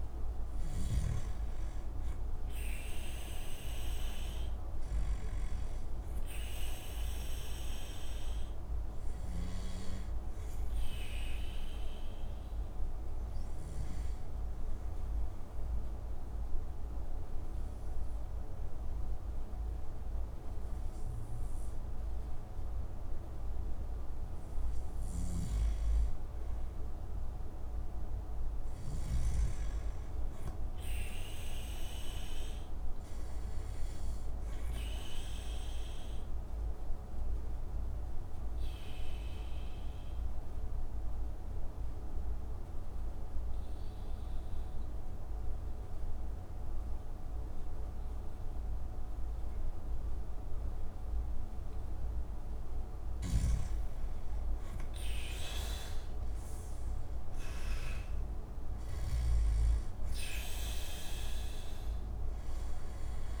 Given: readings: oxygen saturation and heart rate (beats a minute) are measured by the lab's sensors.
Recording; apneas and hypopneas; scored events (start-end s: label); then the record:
breathing in sleep, hard to hear, by a room microphone; 2
0.00-1.00 s: arousal
5.50-24.50 s: oxygen desaturation (device-marked, oxygen 96% before, 90% lowest)
8.50-24.50 s: obstructive apnea (oxygen 97% before, 89% lowest)
26.50-29.50 s: arousal
34.50-53.00 s: obstructive apnea (oxygen 96% before, 89% lowest)
34.50-54.50 s: oxygen desaturation (device-marked, oxygen 96% before, 90% lowest)
55.00-58.00 s: arousal
From the record:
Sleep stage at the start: N2 (light sleep); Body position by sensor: on the back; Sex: male